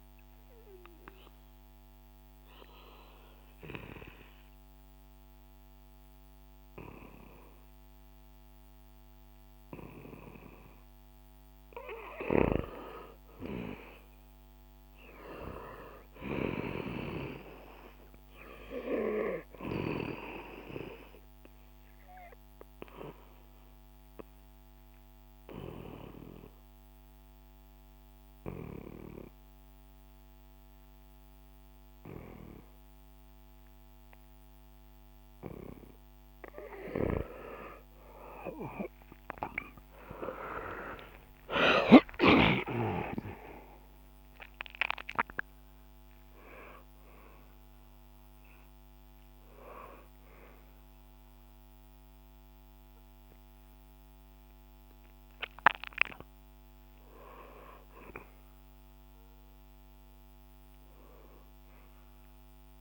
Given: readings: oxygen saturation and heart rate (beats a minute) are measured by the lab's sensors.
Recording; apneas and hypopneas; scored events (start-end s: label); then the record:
a person awake in a sleep study, by a microphone on the trachea; none
60.00-62.81 s: new sleep stage, N1 (lightest sleep)
From the record:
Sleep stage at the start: awake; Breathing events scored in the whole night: 440 in 6.9 hours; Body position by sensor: on the back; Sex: male